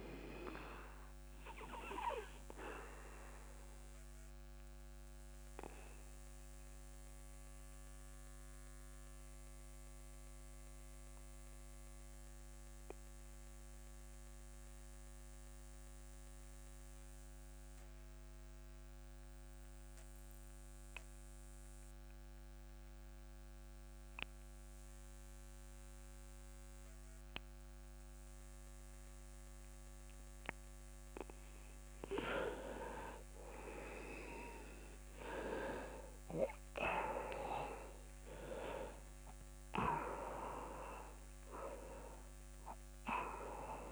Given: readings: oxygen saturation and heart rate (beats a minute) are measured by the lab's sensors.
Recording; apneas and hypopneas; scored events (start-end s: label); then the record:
breathing in sleep by a microphone on the trachea; 1
0.00-24.00 s: oxygen desaturation (device-marked, oxygen 98% before, 94% lowest)
1.00-29.00 s: obstructive apnea (oxygen 99% before, 93% lowest)
33.00-37.50 s: arousal
37.00-43.92 s: oxygen desaturation (device-marked, oxygen 99% before, 93% lowest)
From the record:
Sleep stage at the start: N2 (light sleep); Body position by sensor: on the back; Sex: male